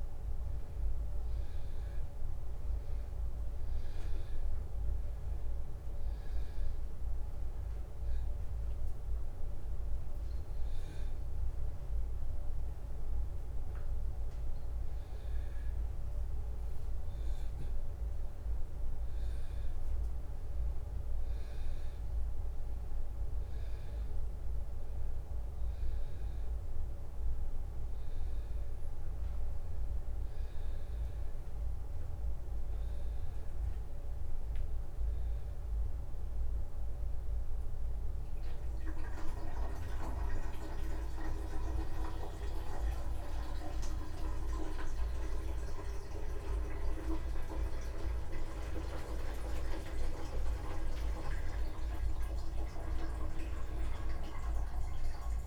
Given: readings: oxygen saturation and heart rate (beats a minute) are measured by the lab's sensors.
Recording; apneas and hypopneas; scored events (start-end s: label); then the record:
a person awake in a sleep study, by a room microphone; none
none scored
From the record:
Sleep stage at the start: awake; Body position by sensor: upright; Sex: male